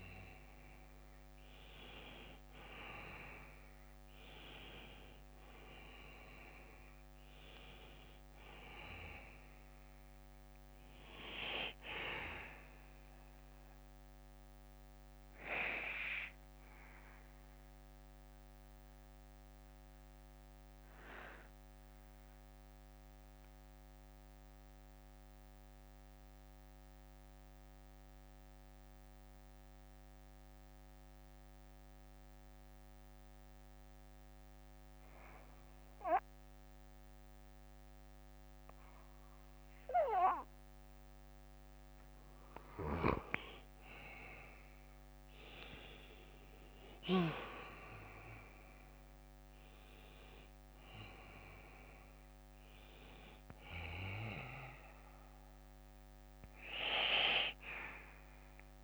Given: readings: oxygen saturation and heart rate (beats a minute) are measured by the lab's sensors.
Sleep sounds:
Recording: breathing in sleep by a microphone on the trachea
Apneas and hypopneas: 1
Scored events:
15.50-18.50 s: bradycardia (device-marked, heart rate 59 before, 55 extreme)
19.50-42.50 s: bradycardia (device-marked, heart rate 59 before, 52 extreme)
19.50-42.50 s: mixed apnea (oxygen 97% before, 92% lowest, heart rate 62 before, 48 extreme, up 13 after)
46.50-51.00 s: arousal
52.50-58.84 s: bradycardia (device-marked, heart rate 59 before, 48 extreme)
56.50-58.84 s: oxygen desaturation (device-marked, oxygen 96% before, 92% lowest, heart rate 62 before, 48 extreme)
From the record:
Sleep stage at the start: N2 (light sleep)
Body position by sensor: on the back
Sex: male

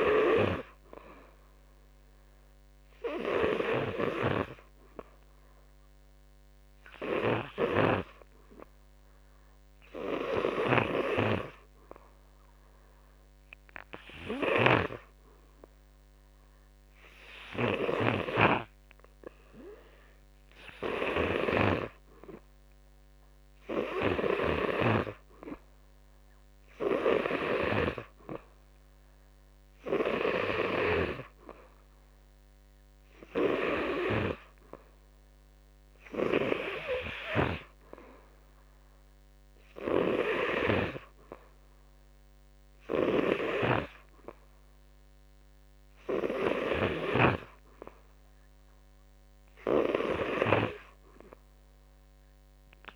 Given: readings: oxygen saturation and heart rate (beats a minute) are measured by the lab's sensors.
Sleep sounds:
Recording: breathing in sleep by a microphone on the trachea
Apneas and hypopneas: none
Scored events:
10.00-18.00 s: snoring (device-marked)
15.00-27.00 s: oxygen desaturation (device-marked, oxygen 94% before, 87% lowest, heart rate 65 before, 58 extreme)
24.00-27.50 s: snoring (device-marked)
From the record:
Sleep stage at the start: N2 (light sleep)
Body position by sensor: on the back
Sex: male

